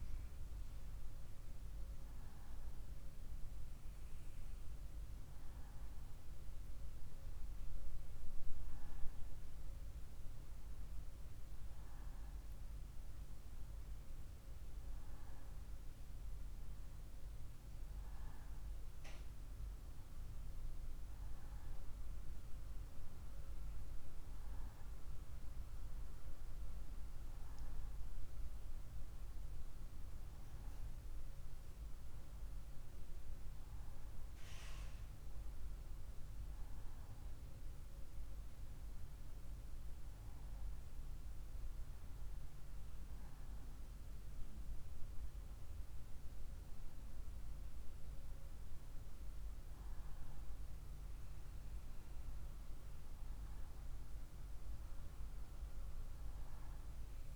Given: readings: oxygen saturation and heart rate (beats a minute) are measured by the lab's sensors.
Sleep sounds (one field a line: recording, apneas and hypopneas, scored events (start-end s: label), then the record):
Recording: breathing in sleep, hard to hear, by a room microphone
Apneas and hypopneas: none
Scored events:
none scored
From the record:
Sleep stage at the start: N1 (lightest sleep)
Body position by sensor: on the right side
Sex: female